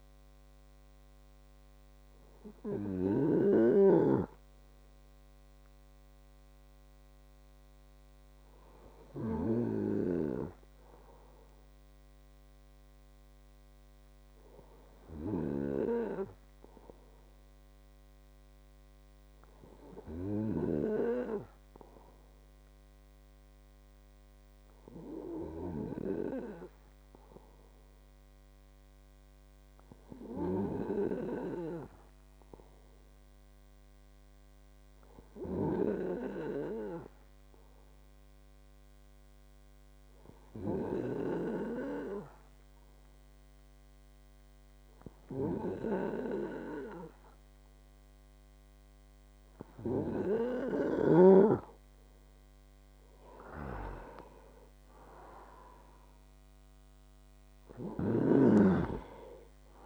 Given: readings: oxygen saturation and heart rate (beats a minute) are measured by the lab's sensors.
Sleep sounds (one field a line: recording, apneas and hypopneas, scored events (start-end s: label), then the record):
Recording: breathing in sleep by a microphone on the trachea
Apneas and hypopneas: 1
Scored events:
22.50-50.00 s: hypopnea (oxygen 99% before, 94% lowest)
47.00-59.86 s: oxygen desaturation (device-marked, oxygen 97% before, 94% lowest, heart rate 59 before, 54 extreme)
53.00-56.00 s: arousal
58.00-59.86 s: snoring (device-marked)
From the record:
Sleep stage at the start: N2 (light sleep)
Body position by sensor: on the right side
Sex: male